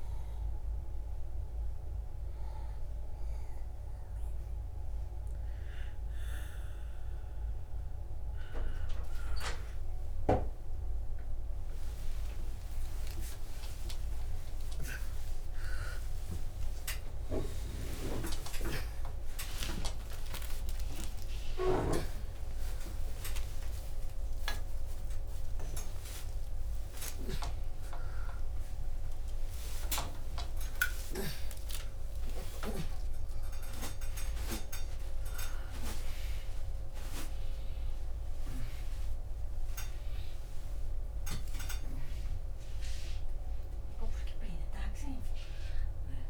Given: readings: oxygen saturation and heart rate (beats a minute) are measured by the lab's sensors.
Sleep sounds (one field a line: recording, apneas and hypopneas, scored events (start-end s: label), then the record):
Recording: a person awake in a sleep study, by a room microphone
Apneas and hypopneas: none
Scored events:
none scored
From the record:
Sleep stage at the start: awake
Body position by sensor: on the back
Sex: female